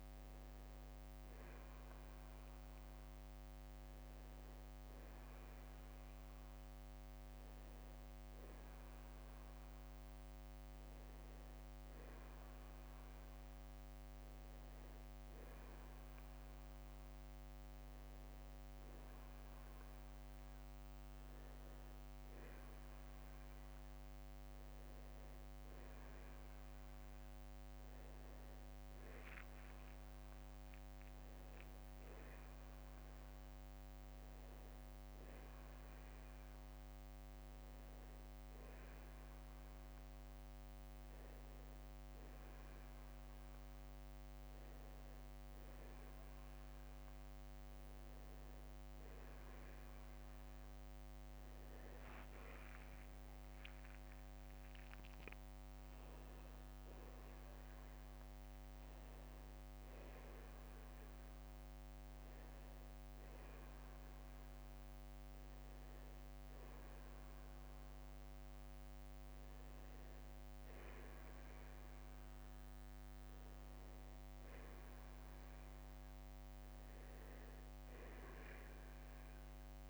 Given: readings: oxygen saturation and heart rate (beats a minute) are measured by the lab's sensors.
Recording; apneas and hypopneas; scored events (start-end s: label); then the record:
breathing in sleep, hard to hear, by a microphone on the trachea; none
30.50-34.00 s: arousal
65.50-79.90 s: new sleep stage, N2 (light sleep)
From the record:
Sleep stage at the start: N1 (lightest sleep); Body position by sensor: on the back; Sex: male